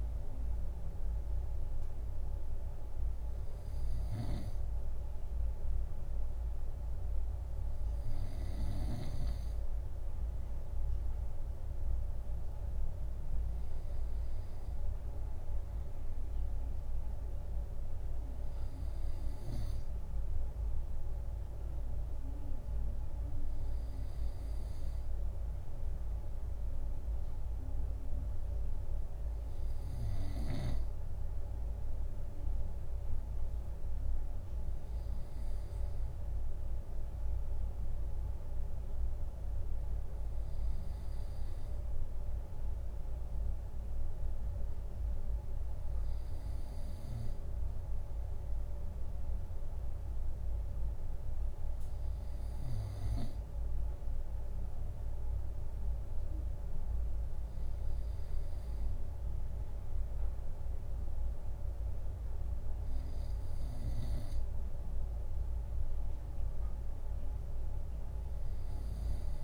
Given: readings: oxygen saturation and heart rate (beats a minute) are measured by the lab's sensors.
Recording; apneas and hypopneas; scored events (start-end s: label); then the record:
breathing in sleep, hard to hear, by a room microphone; none
0.00-9.00 s: snoring (device-marked)
From the record:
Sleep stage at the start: N2 (light sleep); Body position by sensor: on the right side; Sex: male